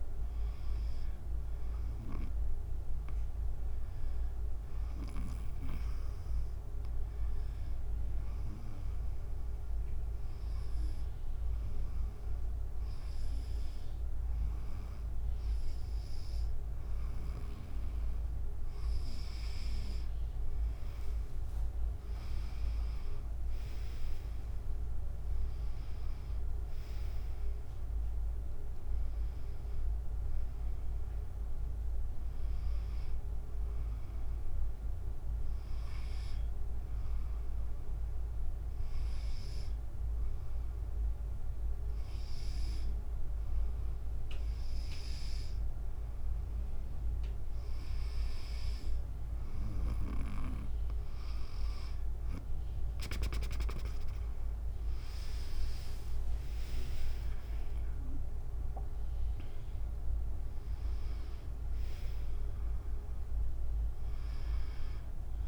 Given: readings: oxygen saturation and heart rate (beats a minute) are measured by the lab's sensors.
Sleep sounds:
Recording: breathing in sleep by a room microphone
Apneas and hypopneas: 2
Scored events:
0.00-2.50 s: drop in pulse transit time (device-marked, heart rate 71 extreme)
9.00-19.50 s: hypopnea (oxygen 96% before, 91% lowest, heart rate 73 before, 68 extreme, up 12 after)
20.50-42.50 s: oxygen desaturation (device-marked, oxygen 96% before, 92% lowest, heart rate 70 before, 68 extreme)
21.50-34.50 s: drop in pulse transit time (device-marked, heart rate 70 before, 70 extreme)
22.00-26.00 s: arousal
37.50-47.50 s: hypopnea (oxygen 96% before, 91% lowest, heart rate 75 before, 67 extreme, up 6 after)
51.50-65.48 s: oxygen desaturation (device-marked, oxygen 97% before, 91% lowest, heart rate 69 before, 67 extreme)
54.50-58.50 s: arousal
54.50-65.48 s: drop in pulse transit time (device-marked, heart rate 70 before, 72 extreme)
From the record:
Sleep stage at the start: N2 (light sleep)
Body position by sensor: on the back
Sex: female

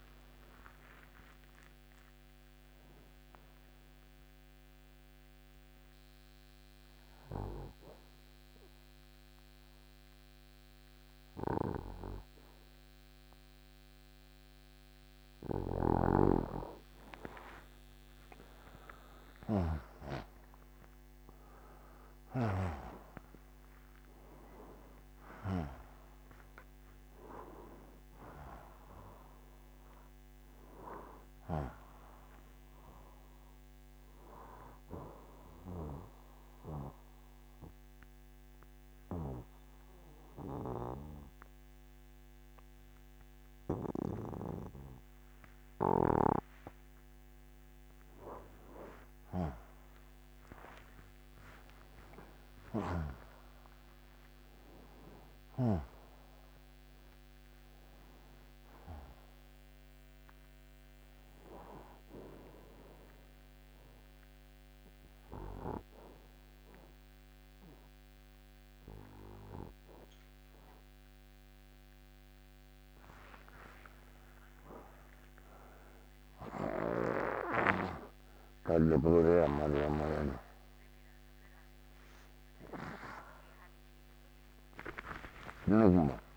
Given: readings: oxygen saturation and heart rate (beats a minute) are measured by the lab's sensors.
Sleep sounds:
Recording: breathing in sleep by a microphone on the trachea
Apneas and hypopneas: 2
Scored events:
3.00-17.50 s: hypopnea (oxygen 95% before, 89% lowest, heart rate 70 before, 61 extreme, up 9 after)
19.00-22.50 s: arousal
31.50-45.50 s: oxygen desaturation (device-marked, oxygen 94% before, 91% lowest, heart rate 65 before, 61 extreme)
35.00-48.50 s: obstructive apnea (oxygen 96% before, 89% lowest, heart rate 65 before, 61 extreme, up 0 after)
49.50-53.50 s: arousal
53.50-63.50 s: oxygen desaturation (device-marked, oxygen 98% before, 89% lowest, heart rate 62 before, 61 extreme)
82.50-86.37 s: new sleep stage, awake
From the record:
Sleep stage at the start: N2 (light sleep)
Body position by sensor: on the right side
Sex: male

